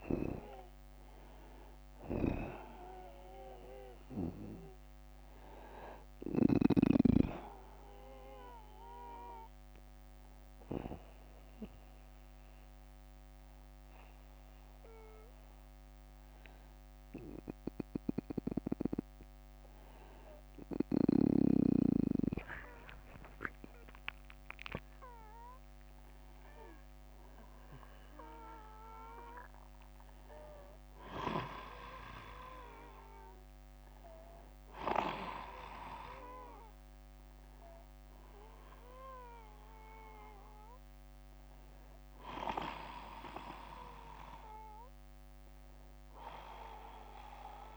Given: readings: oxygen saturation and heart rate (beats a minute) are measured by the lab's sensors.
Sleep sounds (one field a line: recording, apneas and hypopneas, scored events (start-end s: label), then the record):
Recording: breathing in sleep by a microphone on the trachea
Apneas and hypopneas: 1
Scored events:
0.00-10.00 s: oxygen desaturation (device-marked, oxygen 92% lowest, heart rate 60 extreme)
1.00-6.00 s: snoring (device-marked)
11.50-23.00 s: obstructive apnea (oxygen 96% before, 92% lowest, heart rate 65 before, 60 extreme, up 10 after)
24.50-28.50 s: arousal
From the record:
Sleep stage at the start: N2 (light sleep)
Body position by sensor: on the back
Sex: male